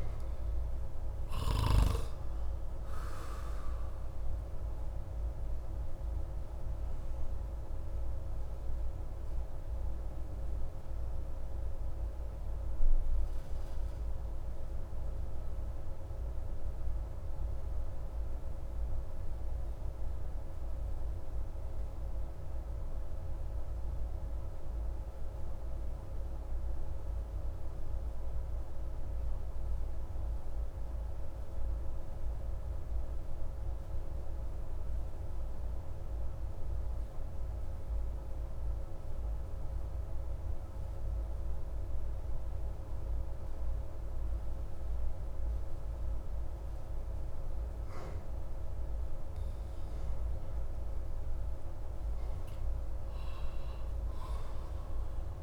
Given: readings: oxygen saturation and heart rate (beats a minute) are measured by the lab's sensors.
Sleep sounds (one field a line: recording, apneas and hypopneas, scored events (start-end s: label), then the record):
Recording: breathing in sleep, hard to hear, by a room microphone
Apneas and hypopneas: 1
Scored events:
5.50-50.50 s: obstructive apnea (oxygen 97% before, 89% lowest)
52.50-55.43 s: oxygen desaturation (device-marked, oxygen 95% before, 91% lowest)
53.00-55.43 s: arousal
From the record:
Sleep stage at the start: N2 (light sleep)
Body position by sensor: on the back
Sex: male